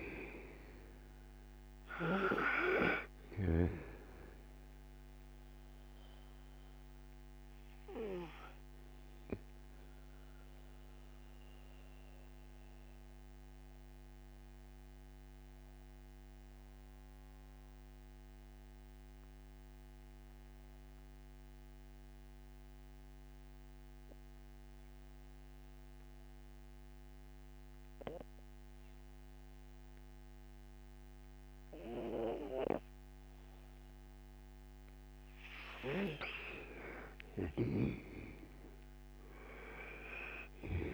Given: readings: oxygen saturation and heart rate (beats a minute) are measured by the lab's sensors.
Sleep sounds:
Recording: breathing in sleep by a microphone on the trachea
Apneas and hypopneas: 1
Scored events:
0.00-31.50 s: oxygen desaturation (device-marked, oxygen 79% lowest, heart rate 58 extreme)
5.50-35.00 s: mixed apnea (oxygen 97% before, 79% lowest, heart rate 69 before, 60 extreme, up 15 after)
36.00-40.50 s: arousal
37.00-40.94 s: snoring (device-marked)
From the record:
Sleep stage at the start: N2 (light sleep)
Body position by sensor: on the right side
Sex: male

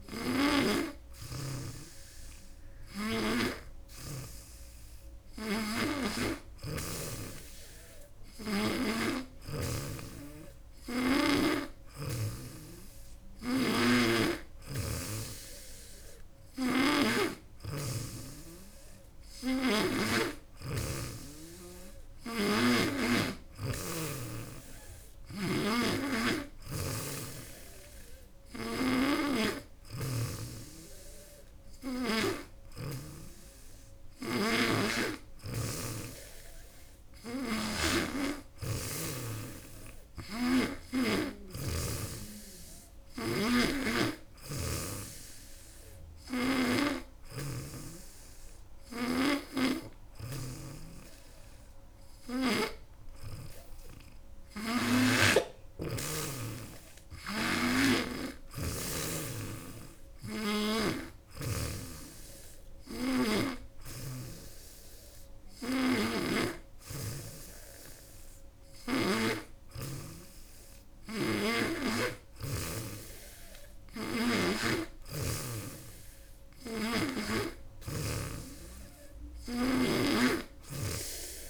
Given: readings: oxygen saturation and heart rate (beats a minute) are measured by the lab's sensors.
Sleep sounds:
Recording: breathing in sleep by a room microphone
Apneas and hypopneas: none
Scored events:
0.00-3.00 s: snoring (device-marked)
5.00-8.50 s: snoring (device-marked)
13.00-32.00 s: snoring (device-marked)
34.00-41.00 s: snoring (device-marked)
43.00-46.50 s: snoring (device-marked)
48.50-52.50 s: snoring (device-marked)
57.00-60.50 s: snoring (device-marked)
62.50-69.00 s: snoring (device-marked)
73.50-77.00 s: snoring (device-marked)
79.00-81.49 s: snoring (device-marked)
From the record:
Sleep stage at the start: N3 (deep sleep)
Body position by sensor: on the back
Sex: female

